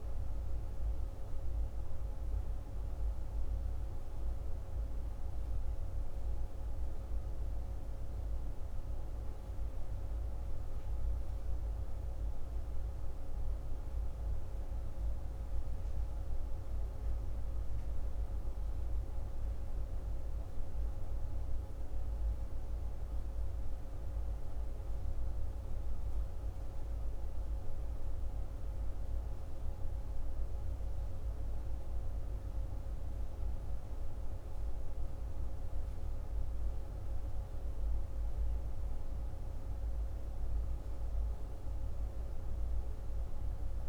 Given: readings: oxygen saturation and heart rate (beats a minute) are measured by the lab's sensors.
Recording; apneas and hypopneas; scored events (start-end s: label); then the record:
breathing in sleep, hard to hear, by a room microphone; none
none scored
From the record:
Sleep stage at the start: N1 (lightest sleep); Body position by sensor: on the left side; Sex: male